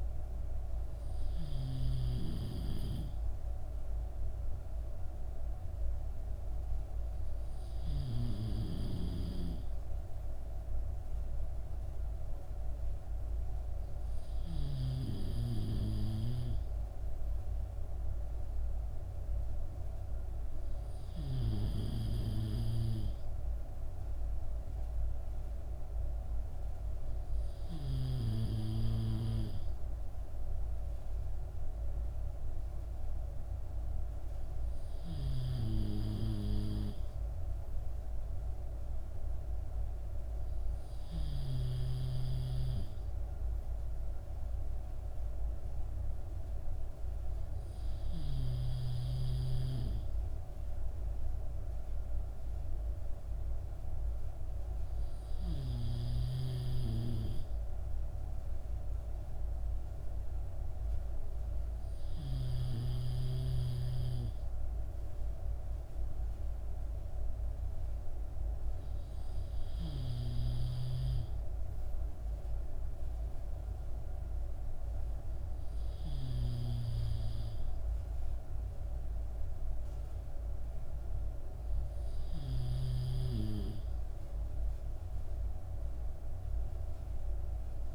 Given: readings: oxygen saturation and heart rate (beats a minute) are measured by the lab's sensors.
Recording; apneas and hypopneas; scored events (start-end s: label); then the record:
breathing in sleep by a room microphone; none
none scored
From the record:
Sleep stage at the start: N3 (deep sleep); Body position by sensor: on the back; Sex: male